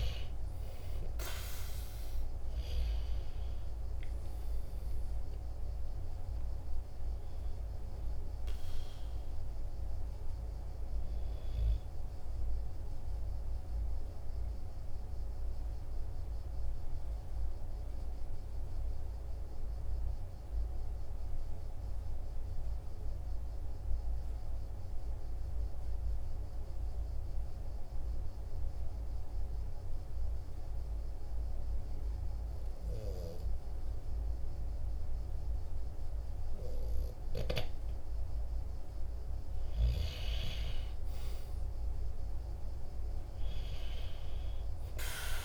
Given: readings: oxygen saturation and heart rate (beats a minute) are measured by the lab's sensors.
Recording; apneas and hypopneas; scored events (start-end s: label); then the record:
breathing in sleep by a room microphone; 1
0.50-21.50 s: oxygen desaturation (device-marked, oxygen 97% before, 93% lowest, heart rate 47 before, 45 extreme)
14.00-38.50 s: obstructive apnea (oxygen 97% before, 93% lowest, heart rate 48 before, 45 extreme, up 2 after)
42.50-45.45 s: arousal
From the record:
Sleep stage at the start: N2 (light sleep); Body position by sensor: on the right side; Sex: male